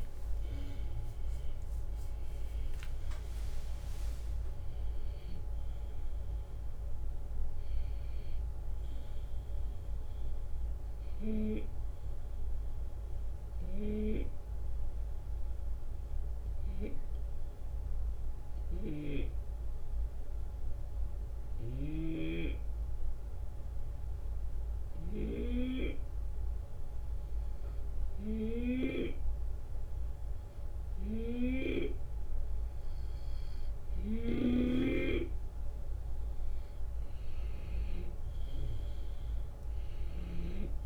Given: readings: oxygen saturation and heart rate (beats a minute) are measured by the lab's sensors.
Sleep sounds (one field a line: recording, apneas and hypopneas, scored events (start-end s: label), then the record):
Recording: breathing in sleep by a room microphone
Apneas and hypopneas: 1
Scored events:
0.00-2.50 s: arousal
11.50-32.00 s: hypopnea (oxygen 93% before, 89% lowest, heart rate 80 before, 70 extreme, up 7 after)
13.50-40.50 s: snoring (device-marked)
38.50-40.86 s: drop in pulse transit time (device-marked, heart rate 72 before, 76 extreme)
From the record:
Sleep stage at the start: N2 (light sleep)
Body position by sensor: on the left side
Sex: male